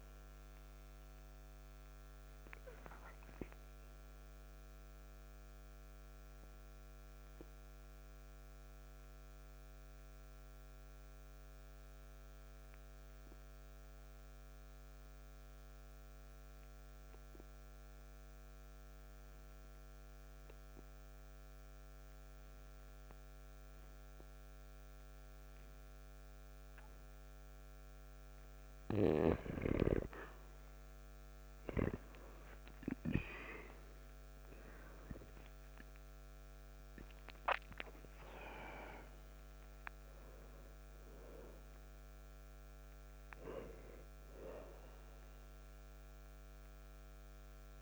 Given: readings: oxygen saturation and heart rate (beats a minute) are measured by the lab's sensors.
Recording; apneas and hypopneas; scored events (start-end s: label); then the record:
breathing in sleep by a microphone on the trachea; 1
0.00-3.00 s: oxygen desaturation (device-marked, oxygen 91% lowest, heart rate 57 extreme)
4.50-29.00 s: obstructive apnea (oxygen 98% before, 87% lowest, heart rate 58 before, 55 extreme, up 2 after)
5.00-28.00 s: oxygen desaturation (device-marked, oxygen 94% before, 89% lowest, heart rate 59 before, 55 extreme)
32.50-37.00 s: arousal
34.00-47.82 s: oxygen desaturation (device-marked, oxygen 98% before, 87% lowest, heart rate 57 before, 56 extreme)
From the record:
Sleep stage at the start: N2 (light sleep); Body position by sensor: on the back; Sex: male